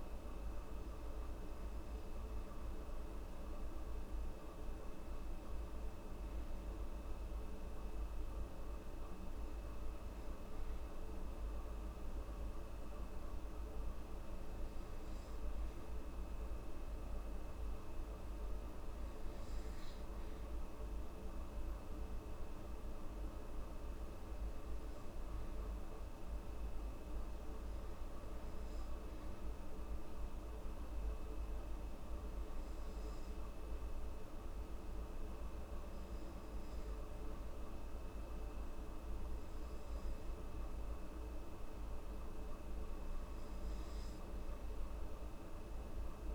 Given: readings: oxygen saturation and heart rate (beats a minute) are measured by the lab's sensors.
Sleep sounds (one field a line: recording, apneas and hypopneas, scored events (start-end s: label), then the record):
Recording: breathing in sleep, hard to hear, by a room microphone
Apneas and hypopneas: none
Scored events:
none scored
From the record:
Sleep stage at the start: N2 (light sleep)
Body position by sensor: on the back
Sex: female